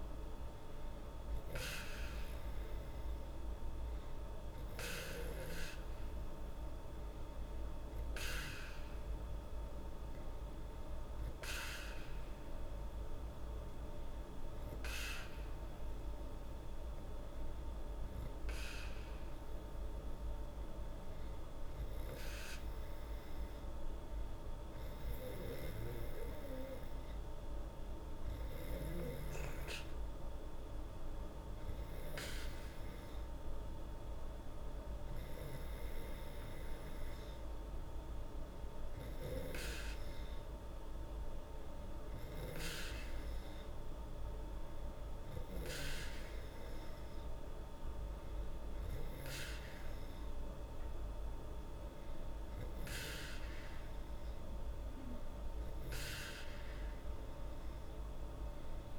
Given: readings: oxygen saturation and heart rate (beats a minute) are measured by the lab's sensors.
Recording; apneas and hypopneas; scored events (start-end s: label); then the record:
breathing in sleep by a room microphone; none
none scored
From the record:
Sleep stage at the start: N2 (light sleep); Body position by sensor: on the back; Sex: female